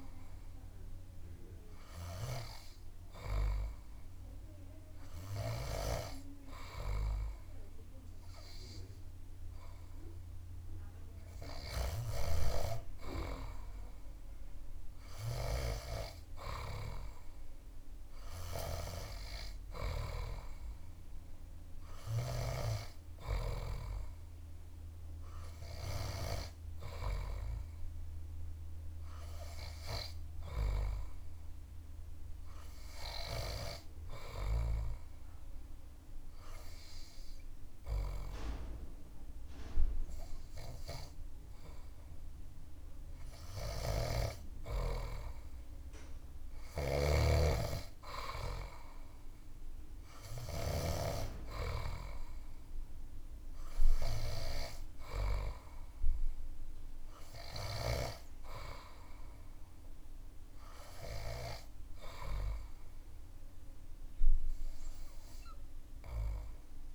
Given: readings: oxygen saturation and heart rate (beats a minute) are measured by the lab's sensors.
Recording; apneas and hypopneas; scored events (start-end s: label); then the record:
breathing in sleep by a room microphone; 1
29.00-66.95 s: new sleep stage, N3 (deep sleep)
34.00-44.50 s: obstructive apnea (oxygen 98% before, 96% lowest)
46.00-50.50 s: snoring (device-marked)
46.50-49.50 s: arousal
From the record:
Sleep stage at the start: N2 (light sleep); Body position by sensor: on the back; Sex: male